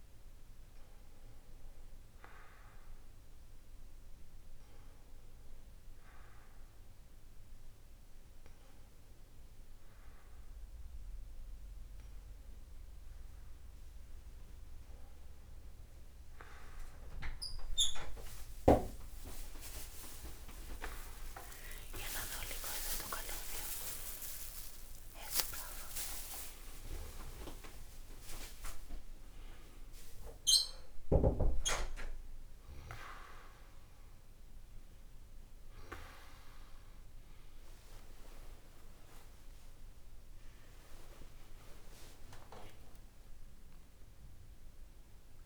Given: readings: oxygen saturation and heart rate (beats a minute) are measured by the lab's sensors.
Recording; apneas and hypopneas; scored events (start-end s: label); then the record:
a person partly awake in a sleep study, by a room microphone; none
24.50-45.46 s: new sleep stage, awake
From the record:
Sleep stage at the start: N2 (light sleep); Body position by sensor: on the back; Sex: male